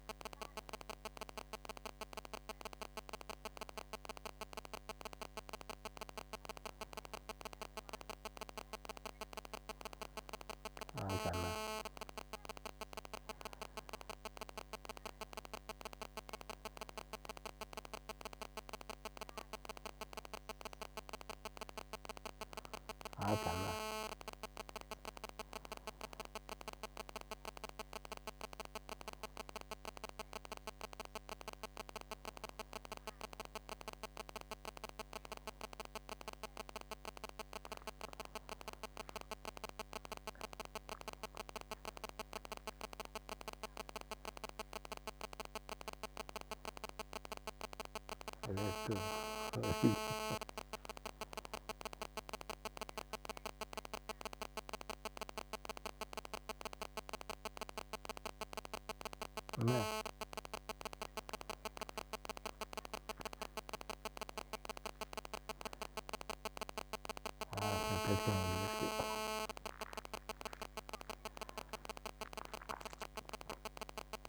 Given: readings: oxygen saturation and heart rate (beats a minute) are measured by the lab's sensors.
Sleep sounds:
a person awake in a sleep study, by a microphone on the trachea; none
none scored
From the record:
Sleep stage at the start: awake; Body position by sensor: on the back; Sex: male

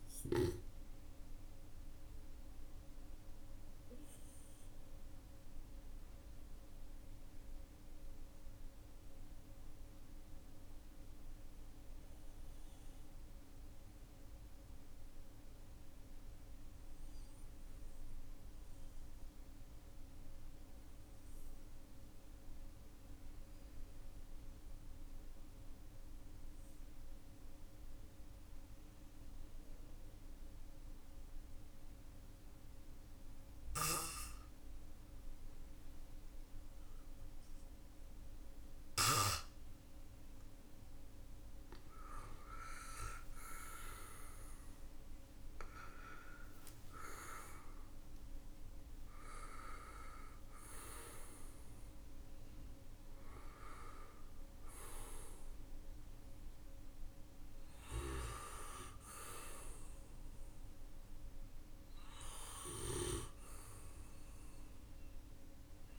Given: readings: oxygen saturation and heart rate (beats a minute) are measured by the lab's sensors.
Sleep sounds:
breathing in sleep by a room microphone; 1
0.00-22.50 s: oxygen desaturation (device-marked, oxygen 92% lowest, heart rate 45 extreme)
0.50-41.00 s: mixed apnea (oxygen 97% before, 91% lowest, heart rate 52 before, 44 extreme, up 8 after)
30.50-40.50 s: oxygen desaturation (device-marked, oxygen 99% before, 96% lowest, heart rate 51 before, 44 extreme)
42.00-45.50 s: arousal
42.50-65.99 s: oxygen desaturation (device-marked, oxygen 98% before, 91% lowest, heart rate 54 before, 44 extreme)
47.50-50.50 s: arousal
From the record:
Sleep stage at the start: N2 (light sleep); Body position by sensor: on the back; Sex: male

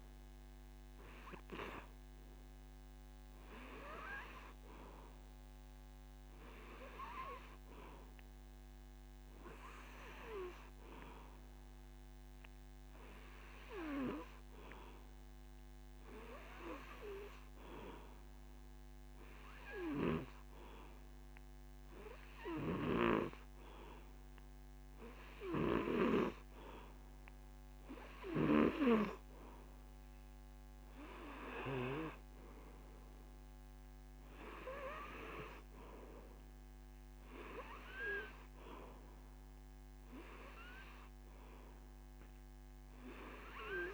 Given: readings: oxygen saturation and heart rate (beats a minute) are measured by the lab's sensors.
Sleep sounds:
breathing in sleep by a microphone on the trachea; 1
11.00-27.00 s: obstructive apnea (oxygen 99% before, 92% lowest, heart rate 81 before, 81 extreme, up 2 after)
25.00-43.94 s: oxygen desaturation (device-marked, oxygen 95% before, 92% lowest, heart rate 81 before, 81 extreme)
31.50-35.00 s: arousal
From the record:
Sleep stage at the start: N2 (light sleep); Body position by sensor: on the back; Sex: male

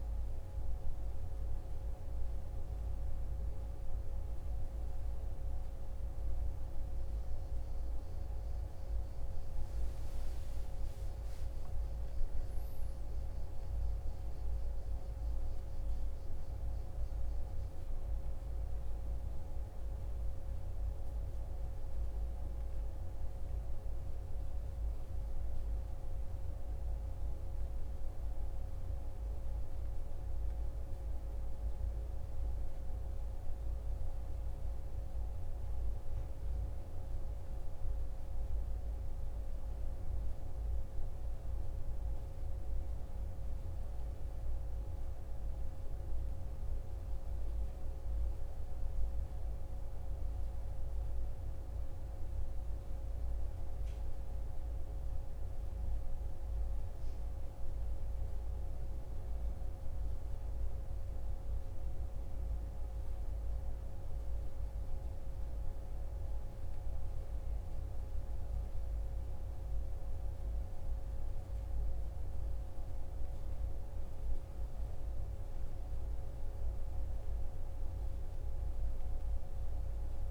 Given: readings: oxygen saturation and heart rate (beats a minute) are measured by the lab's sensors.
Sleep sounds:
a person awake in a sleep study, hard to hear, by a room microphone; none
none scored
From the record:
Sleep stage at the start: awake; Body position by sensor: on the right side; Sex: male

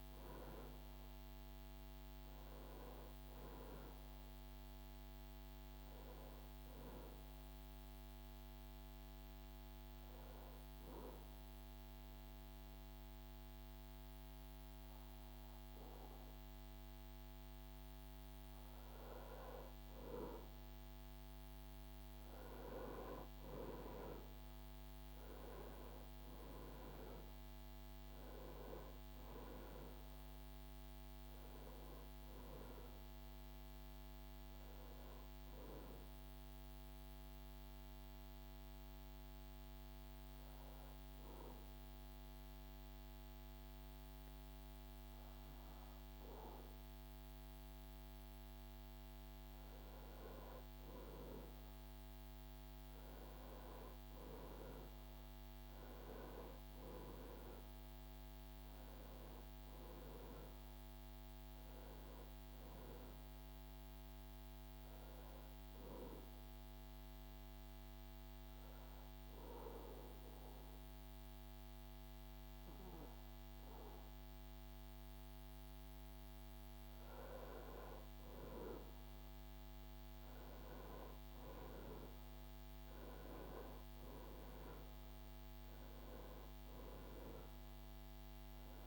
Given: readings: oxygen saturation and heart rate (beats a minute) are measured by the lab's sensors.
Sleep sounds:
breathing in sleep by a microphone on the trachea; 3
6.50-18.00 s: hypopnea (oxygen 97% before, 94% lowest, heart rate 76 before, 71 extreme, up 4 after)
21.50-25.00 s: arousal
36.00-49.00 s: hypopnea (oxygen 97% before, 94% lowest, heart rate 74 before, 70 extreme, up 5 after)
51.50-55.00 s: arousal
64.00-76.50 s: hypopnea (oxygen 97% before, 94% lowest, heart rate 73 before, 71 extreme, up 6 after)
78.50-83.00 s: arousal
From the record:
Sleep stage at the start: REM sleep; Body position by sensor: on the back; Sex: male

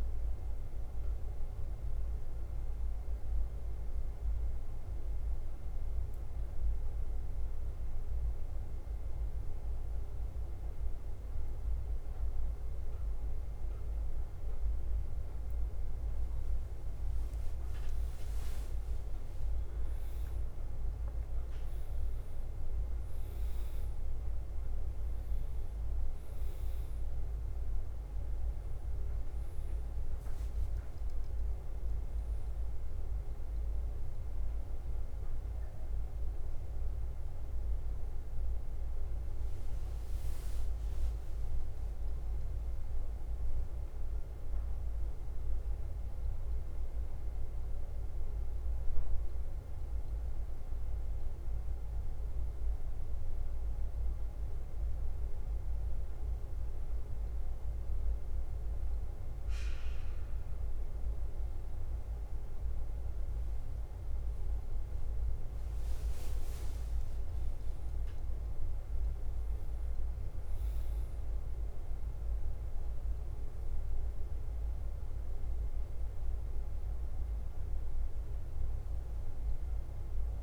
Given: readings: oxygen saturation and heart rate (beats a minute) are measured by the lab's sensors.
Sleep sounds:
breathing in sleep, hard to hear, by a room microphone; 2
0.00-80.43 s: bradycardia (device-marked, heart rate 44 extreme)
0.50-17.00 s: mixed apnea (oxygen 96% before, 94% lowest, heart rate 54 before, 44 extreme, up 11 after)
20.00-25.00 s: arousal
40.00-61.00 s: oxygen desaturation (device-marked, oxygen 97% before, 94% lowest, heart rate 55 before, 51 extreme)
50.50-63.50 s: central apnea (oxygen 99% before, 94% lowest, heart rate 54 before, 51 extreme, up 4 after)
66.50-70.00 s: arousal
From the record:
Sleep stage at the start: N2 (light sleep); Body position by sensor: on the back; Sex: male

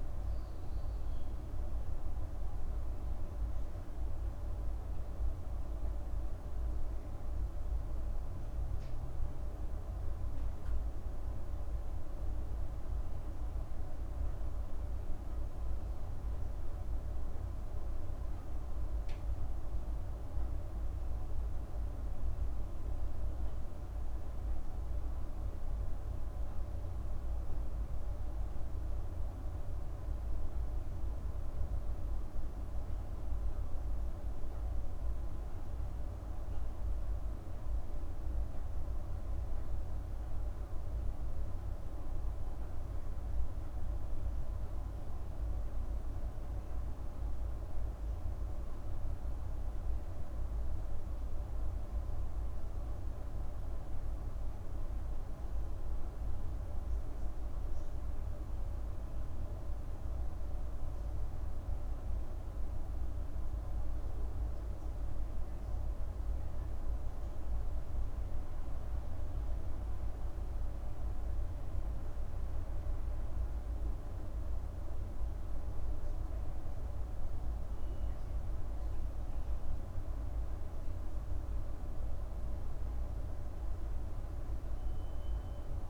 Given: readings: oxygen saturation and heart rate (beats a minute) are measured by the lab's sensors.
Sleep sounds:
a person awake in a sleep study, hard to hear, by a room microphone; none
none scored
From the record:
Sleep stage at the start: awake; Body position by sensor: on the back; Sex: female

